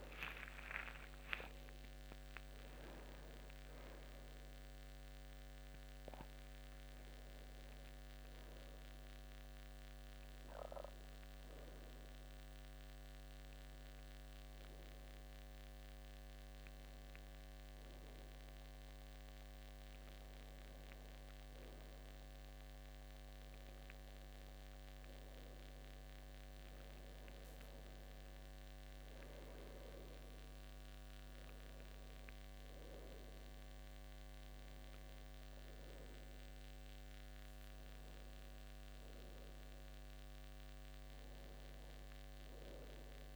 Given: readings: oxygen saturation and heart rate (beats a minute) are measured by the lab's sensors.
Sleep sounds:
a person partly awake in a sleep study, hard to hear, by a microphone on the trachea; none
1.50-43.36 s: new sleep stage, N1 (lightest sleep)
From the record:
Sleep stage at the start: awake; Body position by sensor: on the left side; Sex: male

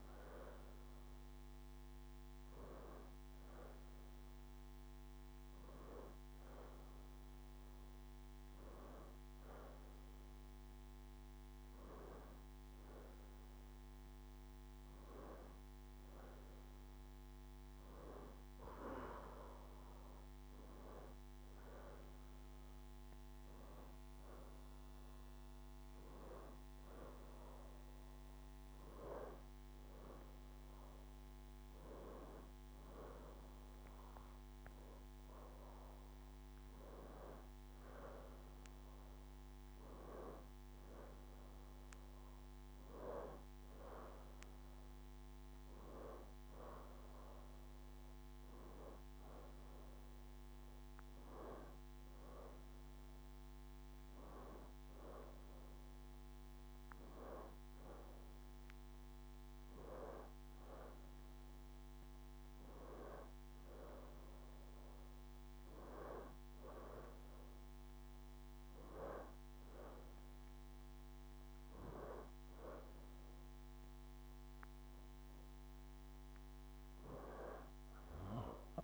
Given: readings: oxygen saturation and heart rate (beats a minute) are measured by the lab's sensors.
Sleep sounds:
breathing in sleep by a microphone on the trachea; none
46.00-50.50 s: arousal
76.00-78.84 s: arousal
From the record:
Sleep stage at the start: N2 (light sleep); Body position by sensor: on the left side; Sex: female

